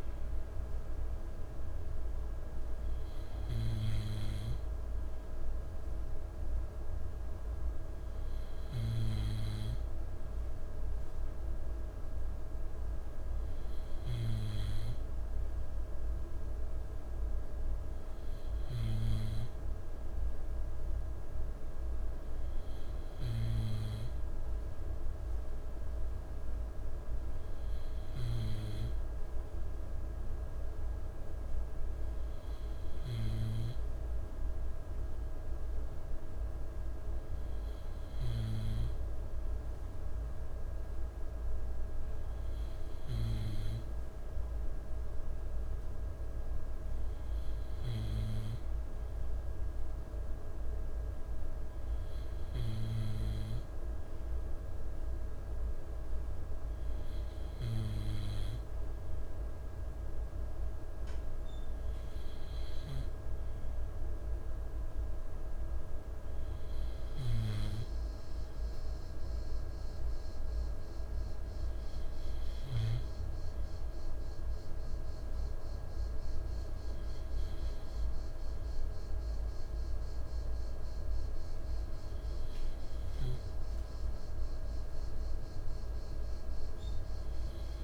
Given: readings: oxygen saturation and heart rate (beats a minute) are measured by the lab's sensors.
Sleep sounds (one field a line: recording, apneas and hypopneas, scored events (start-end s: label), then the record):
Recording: breathing in sleep, hard to hear, by a room microphone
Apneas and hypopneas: none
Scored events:
none scored
From the record:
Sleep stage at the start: N2 (light sleep)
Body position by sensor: on the left side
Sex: male